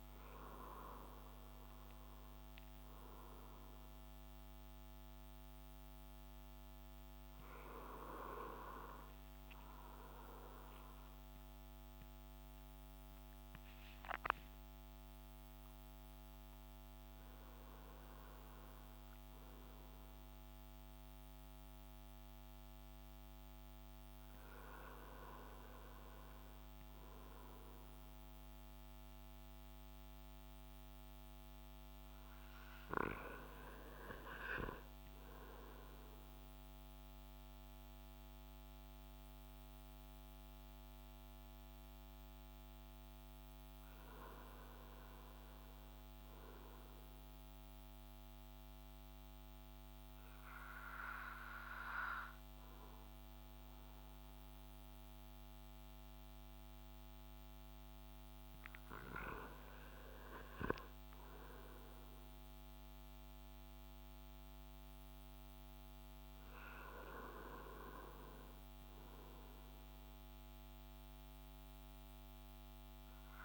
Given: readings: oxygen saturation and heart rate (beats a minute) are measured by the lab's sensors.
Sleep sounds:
breathing in sleep by a microphone on the trachea; 1
41.00-45.00 s: arousal
47.50-59.00 s: obstructive apnea (oxygen 95% before, 93% lowest)
60.50-64.00 s: arousal
70.50-73.45 s: new sleep stage, N2 (light sleep)
From the record:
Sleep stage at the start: N1 (lightest sleep); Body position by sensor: on the back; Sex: male

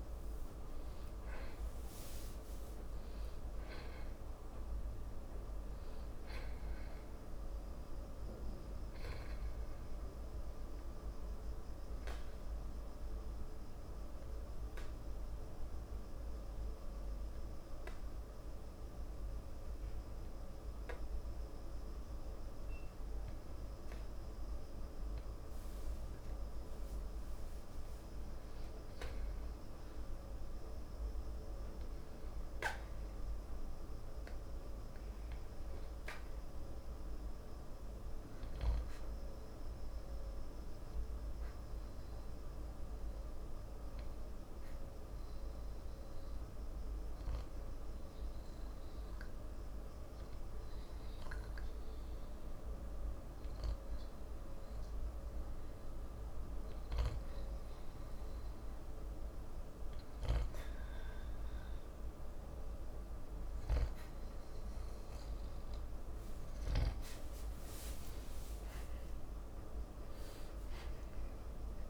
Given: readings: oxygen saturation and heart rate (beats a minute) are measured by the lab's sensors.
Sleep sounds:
breathing in sleep, hard to hear, by a room microphone; 2
12.00-28.00 s: obstructive apnea (oxygen 96% before, 91% lowest, heart rate 71 before, 55 extreme, up 29 after)
29.50-33.00 s: arousal
33.50-51.50 s: oxygen desaturation (device-marked, oxygen 98% before, 93% lowest, heart rate 59 before, 55 extreme)
41.00-60.50 s: obstructive apnea (oxygen 98% before, 91% lowest, heart rate 66 before, 36 extreme, up 23 after)
65.00-68.50 s: arousal
65.50-71.90 s: oxygen desaturation (device-marked, oxygen 95% before, 91% lowest, heart rate 63 before, 31 extreme)
From the record:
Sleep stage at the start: N2 (light sleep); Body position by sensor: on the back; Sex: male

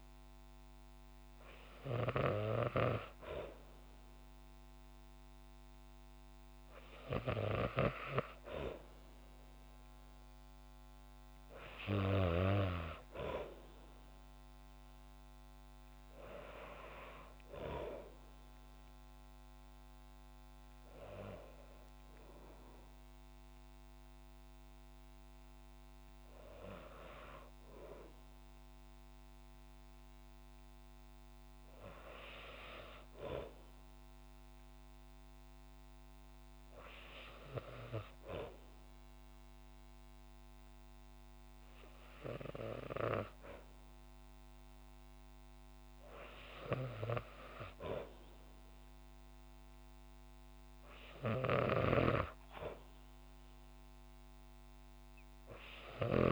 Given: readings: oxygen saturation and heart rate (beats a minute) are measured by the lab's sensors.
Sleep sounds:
breathing in sleep by a microphone on the trachea; none
none scored
From the record:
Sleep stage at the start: N2 (light sleep); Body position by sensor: on the back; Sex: female

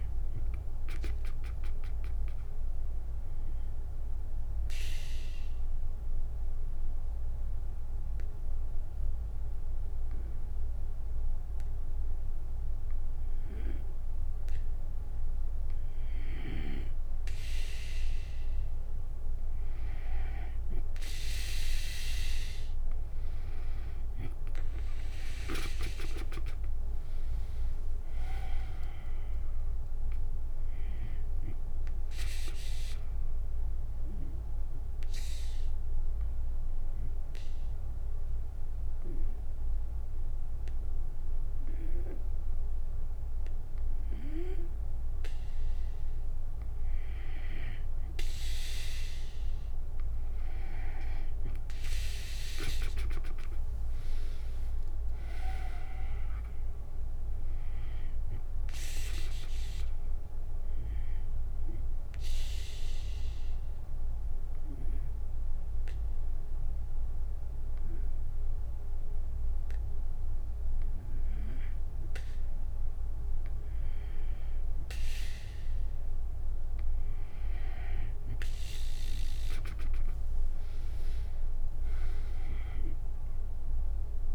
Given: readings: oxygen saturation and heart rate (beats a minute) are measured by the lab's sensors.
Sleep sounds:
breathing in sleep by a room microphone; 3
0.00-10.00 s: oxygen desaturation (device-marked, oxygen 90% lowest, heart rate 58 extreme)
1.50-13.50 s: obstructive apnea (oxygen 98% before, 90% lowest, heart rate 67 before, 58 extreme, up 8 after)
21.00-33.00 s: oxygen desaturation (device-marked, oxygen 98% before, 92% lowest, heart rate 61 before, 58 extreme)
22.00-25.50 s: arousal
24.00-36.00 s: drop in pulse transit time (device-marked, heart rate 61 before, 63 extreme)
32.50-45.00 s: obstructive apnea (oxygen 98% before, 92% lowest, heart rate 66 before, 55 extreme, up 17 after)
54.00-71.00 s: oxygen desaturation (device-marked, oxygen 97% before, 92% lowest, heart rate 66 before, 55 extreme)
56.00-59.00 s: arousal
61.50-72.50 s: obstructive apnea (oxygen 97% before, 92% lowest, heart rate 70 before, 56 extreme, up 12 after)
83.00-84.34 s: arousal
83.00-84.34 s: oxygen desaturation (device-marked, oxygen 97% before, 92% lowest, heart rate 62 before, 60 extreme)
From the record:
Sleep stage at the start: N2 (light sleep); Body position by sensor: on the back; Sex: female

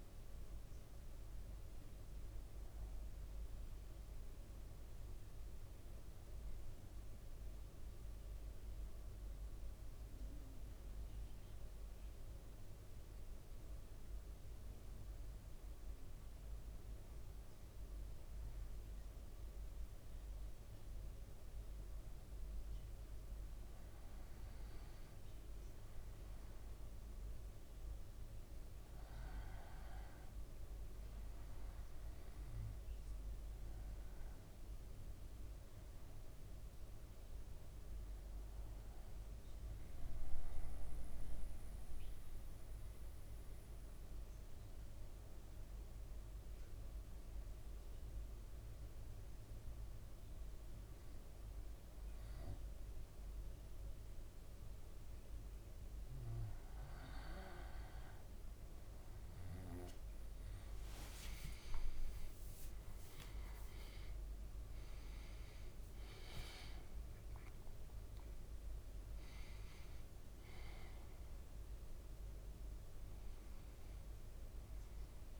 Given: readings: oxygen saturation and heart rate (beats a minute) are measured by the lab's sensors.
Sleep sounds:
breathing in sleep, hard to hear, by a room microphone; 2
3.50-22.50 s: mixed apnea (oxygen 98% before, 94% lowest, heart rate 55 before, 51 extreme, up 4 after)
25.00-29.50 s: arousal
32.00-47.00 s: oxygen desaturation (device-marked, oxygen 99% before, 95% lowest, heart rate 54 before, 52 extreme)
39.00-55.50 s: obstructive apnea (oxygen 99% before, 94% lowest, heart rate 55 before, 52 extreme, up 5 after)
59.50-65.50 s: arousal
63.00-75.40 s: oxygen desaturation (device-marked, oxygen 97% before, 94% lowest, heart rate 53 before, 53 extreme)
From the record:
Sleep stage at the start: N2 (light sleep); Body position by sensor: on the back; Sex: male

